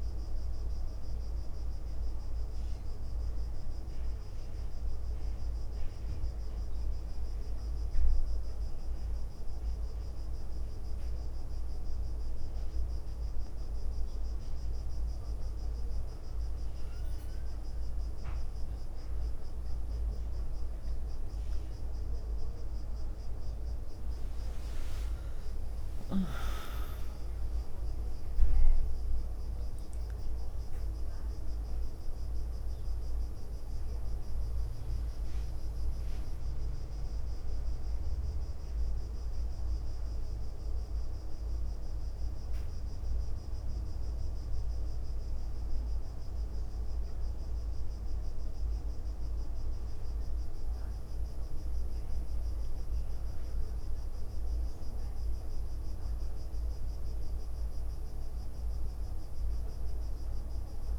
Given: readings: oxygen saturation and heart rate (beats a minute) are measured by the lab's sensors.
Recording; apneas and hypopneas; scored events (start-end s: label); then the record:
breathing in sleep, hard to hear, by a room microphone; 1
0.50-2.00 s: leg movement (device-marked)
17.50-60.99 s: new sleep stage, N1 (lightest sleep)
18.50-20.00 s: leg movement (device-marked)
20.00-23.00 s: leg movement (device-marked)
21.50-26.50 s: arousal
24.50-29.50 s: leg movement (device-marked)
27.00-29.00 s: long interval between heartbeats (device-marked, heart rate 75 before, 90 extreme)
36.50-47.00 s: hypopnea (oxygen 96% before, 94% lowest, heart rate 82 before, 67 extreme, up 4 after)
48.00-53.00 s: arousal
58.00-59.00 s: leg movement (device-marked)
From the record:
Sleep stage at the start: N2 (light sleep); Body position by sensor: on the right side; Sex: female